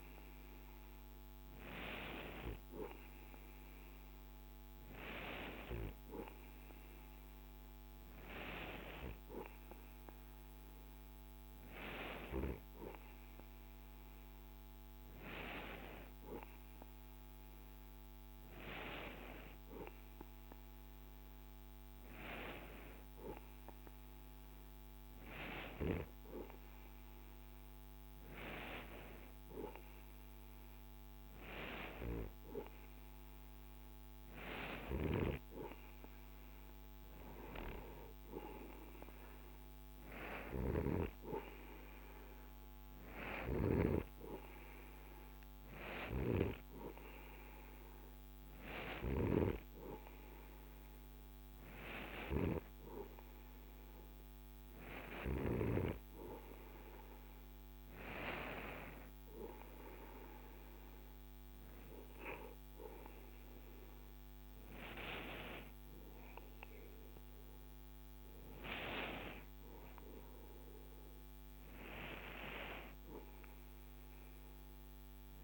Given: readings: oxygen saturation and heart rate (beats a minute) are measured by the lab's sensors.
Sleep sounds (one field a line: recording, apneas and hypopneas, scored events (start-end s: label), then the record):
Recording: breathing in sleep by a microphone on the trachea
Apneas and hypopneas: none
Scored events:
none scored
From the record:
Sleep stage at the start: N2 (light sleep)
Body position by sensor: on the right side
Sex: male